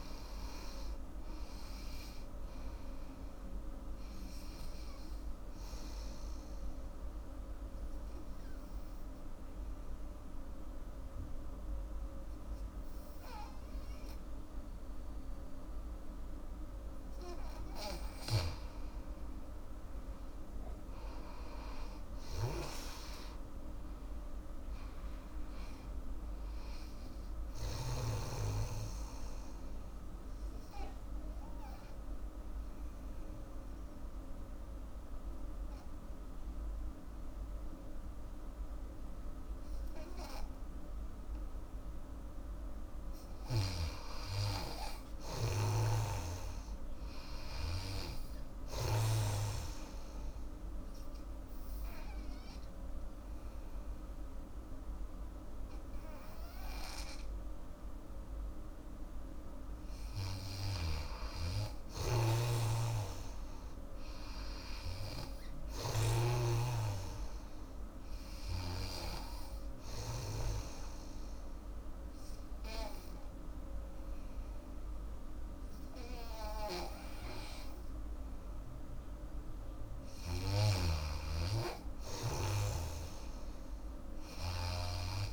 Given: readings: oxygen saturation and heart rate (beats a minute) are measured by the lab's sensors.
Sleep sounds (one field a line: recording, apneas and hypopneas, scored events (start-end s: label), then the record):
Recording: breathing in sleep by a room microphone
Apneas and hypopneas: 4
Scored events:
0.00-12.50 s: oxygen desaturation (device-marked, oxygen 87% lowest, heart rate 62 extreme)
5.50-17.00 s: obstructive apnea (oxygen 99% before, 88% lowest, heart rate 80 before, 62 extreme, up 21 after)
19.00-23.50 s: arousal
21.50-39.50 s: oxygen desaturation (device-marked, oxygen 98% before, 89% lowest, heart rate 76 before, 62 extreme)
22.00-28.00 s: snoring (device-marked)
28.50-40.50 s: obstructive apnea (oxygen 98% before, 88% lowest, heart rate 76 before, 62 extreme, up 18 after)
41.50-44.50 s: arousal
45.50-57.50 s: oxygen desaturation (device-marked, oxygen 98% before, 88% lowest, heart rate 73 before, 74 extreme)
48.50-60.50 s: obstructive apnea (oxygen 98% before, 88% lowest, heart rate 71 before, 74 extreme, up 5 after)
60.50-66.00 s: snoring (device-marked)
62.50-66.00 s: arousal
64.50-74.50 s: oxygen desaturation (device-marked, oxygen 97% before, 88% lowest, heart rate 77 before, 75 extreme)
70.50-81.00 s: obstructive apnea (oxygen 98% before, 88% lowest, heart rate 77 before, 75 extreme, up 4 after)
82.50-85.00 s: arousal
From the record:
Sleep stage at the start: N2 (light sleep)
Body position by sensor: on the back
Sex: female